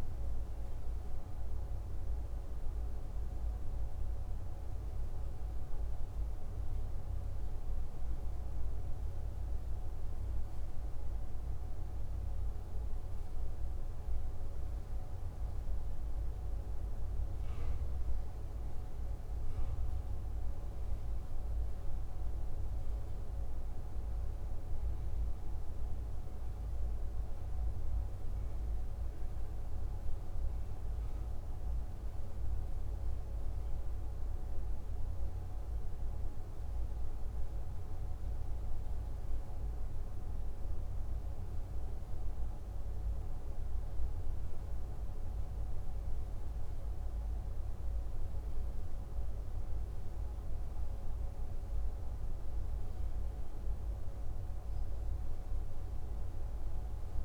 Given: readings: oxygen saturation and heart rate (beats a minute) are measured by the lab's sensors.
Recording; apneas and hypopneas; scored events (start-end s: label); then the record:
breathing in sleep, hard to hear, by a room microphone; none
none scored
From the record:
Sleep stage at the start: N2 (light sleep); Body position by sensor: on the back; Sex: male